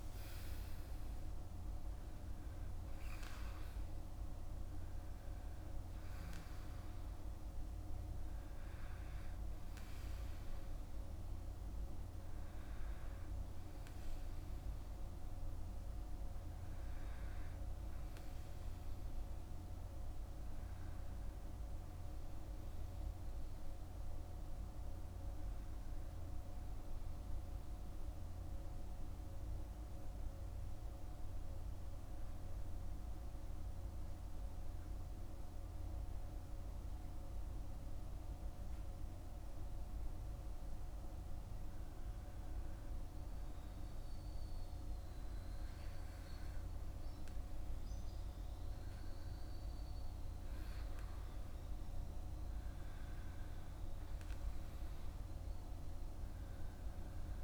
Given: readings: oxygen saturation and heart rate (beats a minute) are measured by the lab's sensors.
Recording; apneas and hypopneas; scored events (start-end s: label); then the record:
breathing in sleep, hard to hear, by a room microphone; 1
0.00-1.00 s: arousal
27.50-43.00 s: hypopnea (oxygen 99% before, 95% lowest, heart rate 54 before, 51 extreme, up 6 after)
45.50-49.00 s: arousal
From the record:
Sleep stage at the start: REM sleep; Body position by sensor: on the back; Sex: male